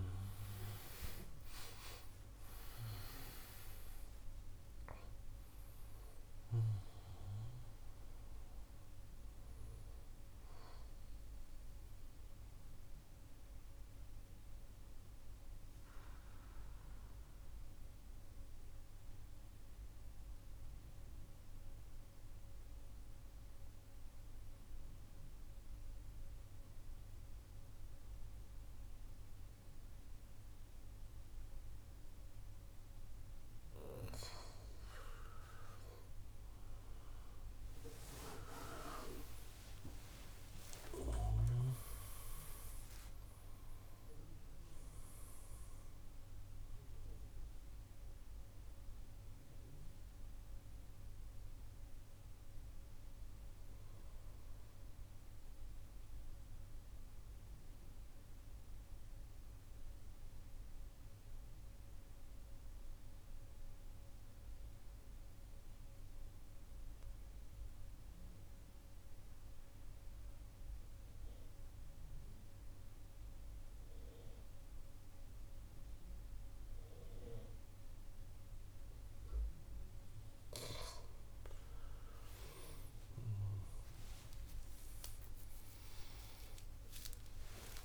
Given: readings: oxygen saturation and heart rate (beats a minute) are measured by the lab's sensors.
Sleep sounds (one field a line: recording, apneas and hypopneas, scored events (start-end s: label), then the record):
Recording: breathing in sleep by a room microphone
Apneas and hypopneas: 2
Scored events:
0.00-21.50 s: oxygen desaturation (device-marked, oxygen 82% lowest, heart rate 58 extreme)
12.50-33.50 s: mixed apnea (oxygen 94% before, 82% lowest, heart rate 92 before, 60 extreme, up 30 after)
37.50-42.50 s: arousal
54.50-79.50 s: central apnea (oxygen 99% before, 91% lowest, heart rate 78 before, 58 extreme, up 10 after)
73.50-87.84 s: oxygen desaturation (device-marked, oxygen 99% before, 91% lowest, heart rate 64 before, 58 extreme)
84.00-87.84 s: arousal
From the record:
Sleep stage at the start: N2 (light sleep)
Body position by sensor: on the right side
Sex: male